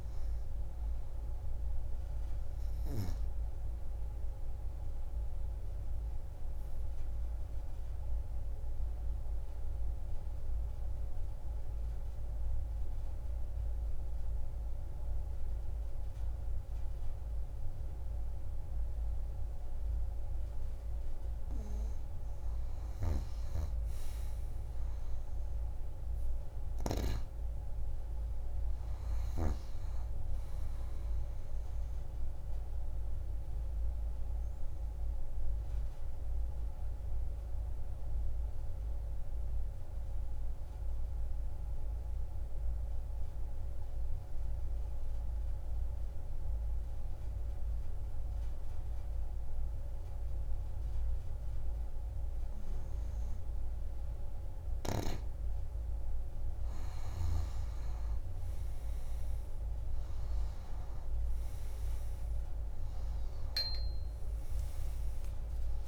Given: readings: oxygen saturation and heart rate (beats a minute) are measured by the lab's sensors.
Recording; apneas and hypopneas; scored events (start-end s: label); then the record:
breathing in sleep, hard to hear, by a room microphone; 2
0.00-18.50 s: oxygen desaturation (device-marked, oxygen 91% lowest)
5.50-21.50 s: obstructive apnea (oxygen 96% before, 88% lowest)
25.00-28.50 s: arousal
30.50-50.50 s: oxygen desaturation (device-marked, oxygen 97% before, 91% lowest)
34.50-53.00 s: obstructive apnea (oxygen 97% before, 88% lowest)
57.50-65.88 s: oxygen desaturation (device-marked, oxygen 96% before, 89% lowest)
63.00-65.88 s: arousal
From the record:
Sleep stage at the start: N2 (light sleep); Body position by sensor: on the back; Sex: female